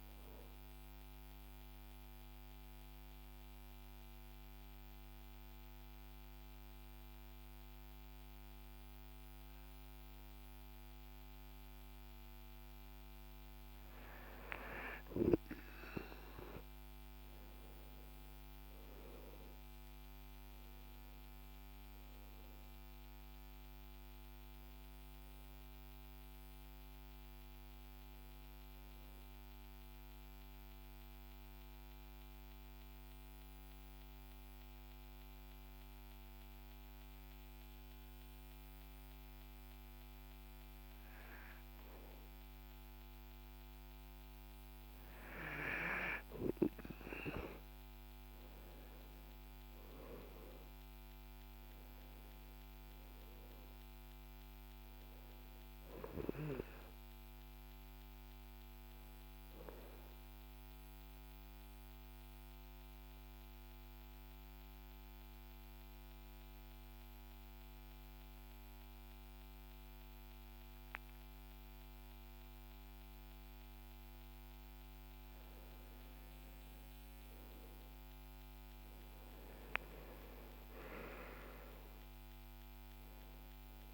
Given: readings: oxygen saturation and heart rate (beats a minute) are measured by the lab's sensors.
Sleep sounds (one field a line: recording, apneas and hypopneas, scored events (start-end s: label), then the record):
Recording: breathing in sleep by a microphone on the trachea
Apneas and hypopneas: 3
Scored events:
0.50-13.00 s: obstructive apnea (oxygen 97% before, 93% lowest, heart rate 54 before, 48 extreme, up 11 after)
6.50-18.50 s: oxygen desaturation (device-marked, oxygen 97% before, 93% lowest, heart rate 55 before, 48 extreme)
18.50-23.50 s: arousal
30.00-43.50 s: mixed apnea (oxygen 97% before, 91% lowest, heart rate 54 before, 47 extreme, up 12 after)
46.50-50.00 s: arousal
60.00-74.00 s: mixed apnea (oxygen 97% before, 91% lowest, heart rate 54 before, 48 extreme, up 17 after)
72.50-81.50 s: oxygen desaturation (device-marked, oxygen 95% before, 91% lowest, heart rate 51 before, 55 extreme)
73.50-83.94 s: new sleep stage, awake
From the record:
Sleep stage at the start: N2 (light sleep)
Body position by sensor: on the right side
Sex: male